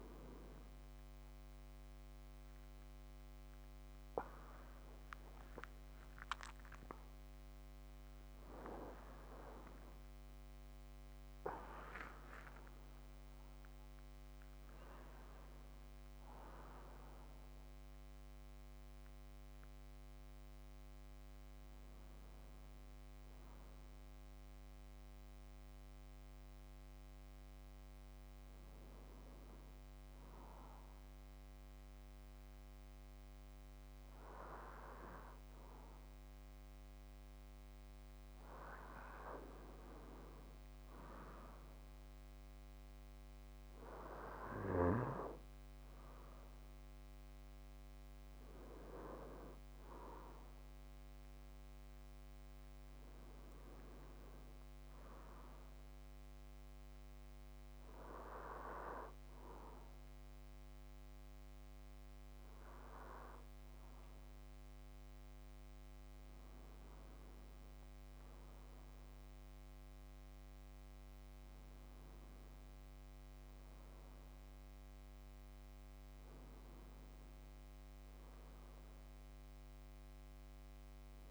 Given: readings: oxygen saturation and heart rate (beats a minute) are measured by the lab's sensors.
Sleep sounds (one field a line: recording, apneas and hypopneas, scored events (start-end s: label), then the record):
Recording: a person partly awake in a sleep study, by a microphone on the trachea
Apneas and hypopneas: none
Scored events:
19.50-81.31 s: new sleep stage, N2 (light sleep)
From the record:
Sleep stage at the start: awake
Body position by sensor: on the back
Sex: male